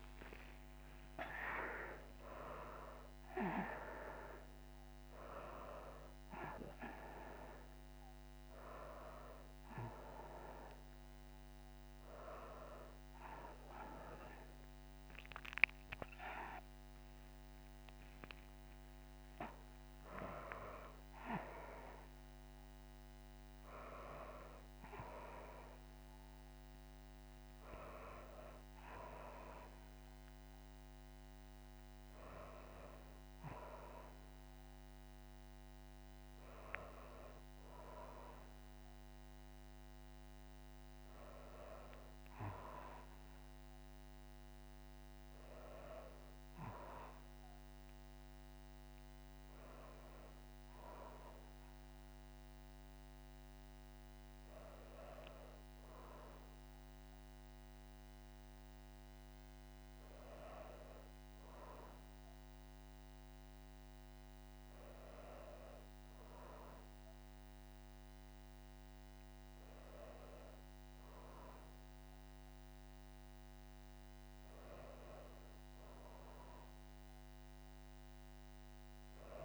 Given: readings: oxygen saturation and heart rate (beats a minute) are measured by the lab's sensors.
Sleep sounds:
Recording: a person partly awake in a sleep study, by a microphone on the trachea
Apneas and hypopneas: none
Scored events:
23.50-79.45 s: new sleep stage, N1 (lightest sleep)
From the record:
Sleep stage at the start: awake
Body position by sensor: on the back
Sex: female

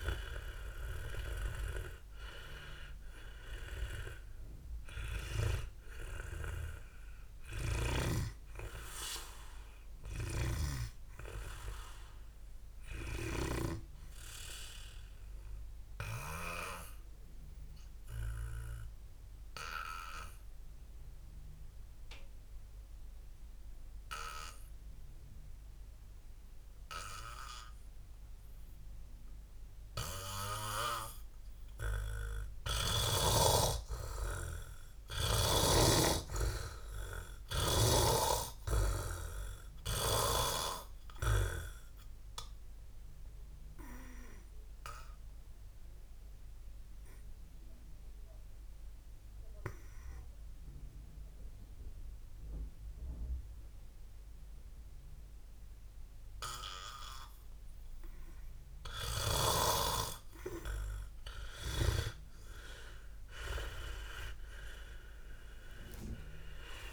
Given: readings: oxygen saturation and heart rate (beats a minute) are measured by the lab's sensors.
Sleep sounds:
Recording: breathing in sleep by a room microphone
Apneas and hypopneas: 2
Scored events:
0.00-2.50 s: arousal
4.00-32.00 s: oxygen desaturation (device-marked, oxygen 96% before, 87% lowest, heart rate 78 before, 60 extreme)
16.50-32.50 s: mixed apnea (oxygen 96% before, 87% lowest, heart rate 88 before, 60 extreme, up 10 after)
33.50-38.50 s: arousal
44.50-62.00 s: obstructive apnea (oxygen 100% before, 87% lowest, heart rate 64 before, 59 extreme)
46.00-61.00 s: oxygen desaturation (device-marked, oxygen 100% before, 87% lowest, heart rate 66 before, 59 extreme)
55.00-66.93 s: new sleep stage, awake
From the record:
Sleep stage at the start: N2 (light sleep)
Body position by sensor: on the back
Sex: male

